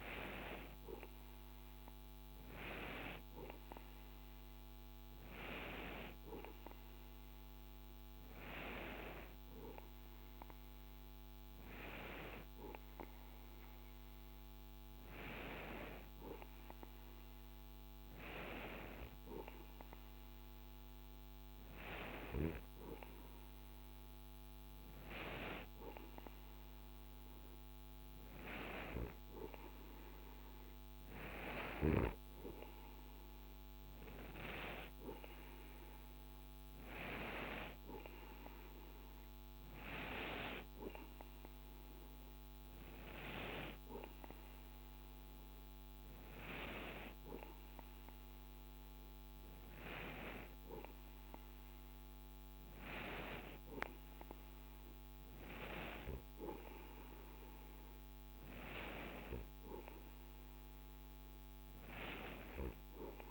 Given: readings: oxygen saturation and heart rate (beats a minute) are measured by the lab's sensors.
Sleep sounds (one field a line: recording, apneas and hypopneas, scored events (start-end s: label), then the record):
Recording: breathing in sleep by a microphone on the trachea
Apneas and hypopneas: none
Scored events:
none scored
From the record:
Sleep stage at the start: N2 (light sleep)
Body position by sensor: on the right side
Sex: male